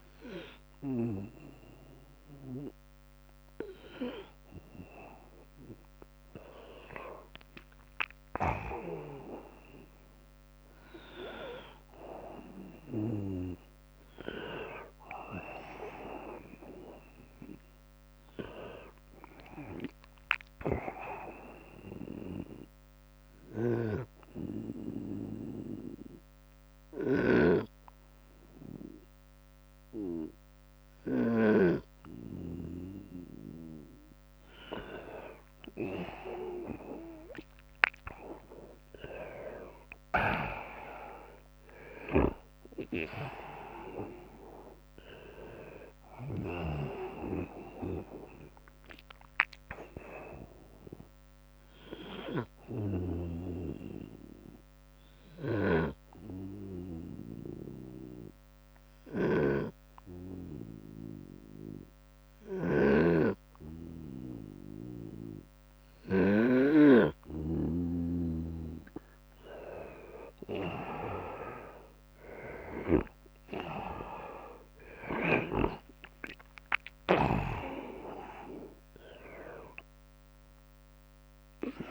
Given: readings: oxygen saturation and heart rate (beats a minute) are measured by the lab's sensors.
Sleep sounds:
breathing in sleep by a microphone on the trachea; 2
21.50-33.50 s: mixed apnea (oxygen 100% before, 97% lowest, heart rate 82 before, 67 extreme, up 13 after)
33.50-35.50 s: long interval between heartbeats (device-marked, heart rate 77 before, 72 extreme)
36.50-40.00 s: arousal
38.00-48.00 s: drop in pulse transit time (device-marked, heart rate 75 before, 76 extreme)
39.00-41.00 s: long interval between heartbeats (device-marked, heart rate 74 before, 78 extreme)
51.50-66.00 s: obstructive apnea (oxygen 100% before, 97% lowest, heart rate 76 before, 70 extreme, up 12 after)
58.00-67.50 s: snoring (device-marked)
68.50-70.50 s: long interval between heartbeats (device-marked, heart rate 75 before, 82 extreme)
72.00-75.00 s: arousal
72.00-81.91 s: drop in pulse transit time (device-marked, heart rate 77 before, 77 extreme)
76.00-81.91 s: oxygen desaturation (device-marked, oxygen 100% before, 97% lowest, heart rate 77 before, 65 extreme)
From the record:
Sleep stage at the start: N2 (light sleep); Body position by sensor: on the right side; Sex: male

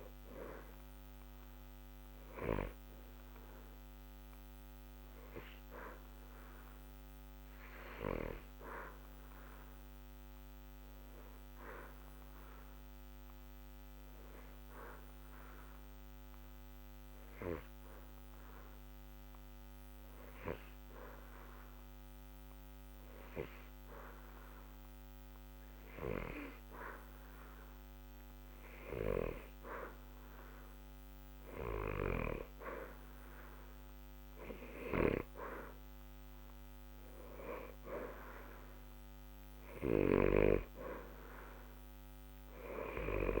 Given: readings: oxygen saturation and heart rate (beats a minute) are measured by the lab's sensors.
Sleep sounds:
breathing in sleep by a microphone on the trachea; 1
0.00-19.00 s: oxygen desaturation (device-marked, oxygen 89% lowest, heart rate 60 extreme)
7.00-30.50 s: obstructive apnea (oxygen 95% before, 89% lowest, heart rate 60 before, 60 extreme, up 0 after)
34.00-37.50 s: arousal
From the record:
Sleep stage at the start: N2 (light sleep); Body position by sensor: on the back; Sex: male

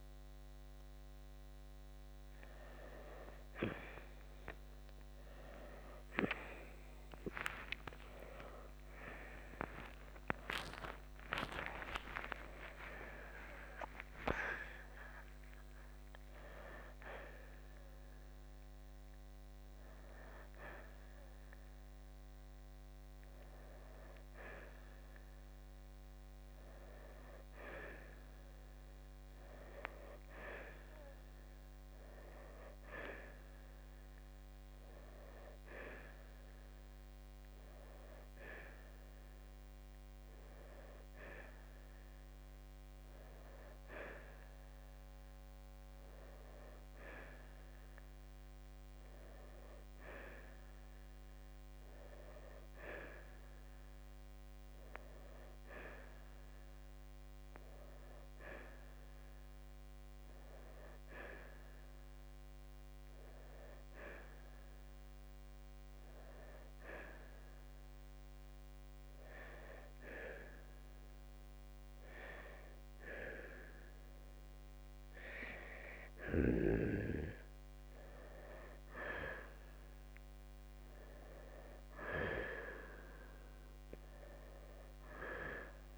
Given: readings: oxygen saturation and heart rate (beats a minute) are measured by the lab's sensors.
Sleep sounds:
breathing in sleep by a microphone on the trachea; none
7.50-14.00 s: arousal
29.50-36.50 s: oxygen desaturation (device-marked, oxygen 91% before, 87% lowest, heart rate 85 before, 61 extreme)
57.50-85.98 s: new sleep stage, N2 (light sleep)
84.00-85.98 s: arousal
From the record:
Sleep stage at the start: N1 (lightest sleep); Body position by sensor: on the right side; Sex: male

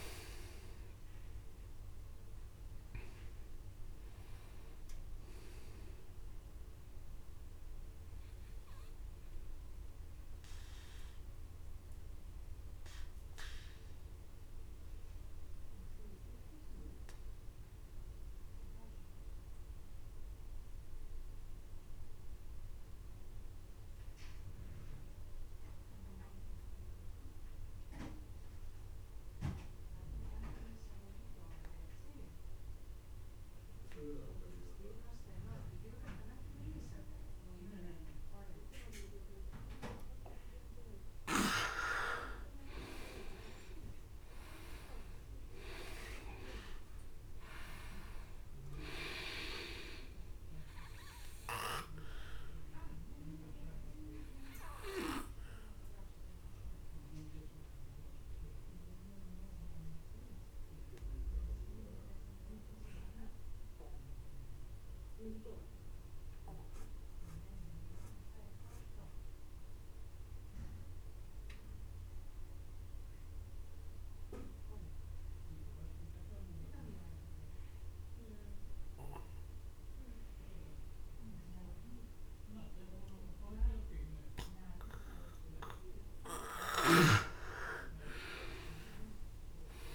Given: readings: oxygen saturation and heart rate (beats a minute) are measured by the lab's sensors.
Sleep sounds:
breathing in sleep by a room microphone; 2
0.00-20.50 s: oxygen desaturation (device-marked, oxygen 86% lowest, heart rate 27 extreme)
8.50-40.00 s: obstructive apnea (oxygen 99% before, 86% lowest, heart rate 60 before, 36 extreme, up 24 after)
39.50-72.50 s: oxygen desaturation (device-marked, oxygen 99% before, 89% lowest, heart rate 52 before, 31 extreme)
42.50-46.00 s: arousal
50.50-85.50 s: obstructive apnea (oxygen 99% before, 89% lowest, heart rate 56 before, 28 extreme, up 9 after)
From the record:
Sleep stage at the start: N2 (light sleep); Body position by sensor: on the back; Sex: male

